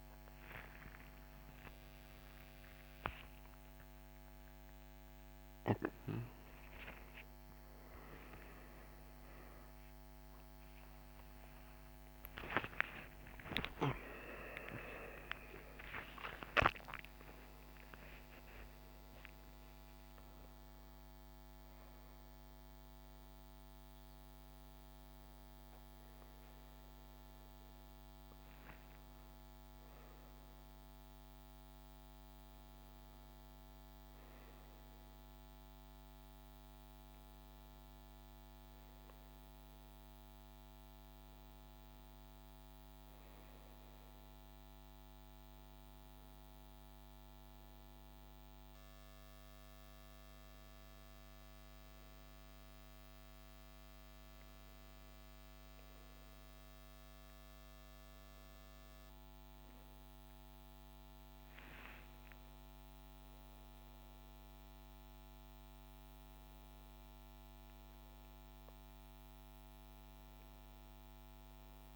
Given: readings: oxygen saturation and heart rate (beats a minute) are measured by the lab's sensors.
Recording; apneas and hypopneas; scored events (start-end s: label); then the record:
a person awake in a sleep study, by a microphone on the trachea; none
8.50-71.96 s: new sleep stage, awake
From the record:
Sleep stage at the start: N2 (light sleep); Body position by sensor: on the right side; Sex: male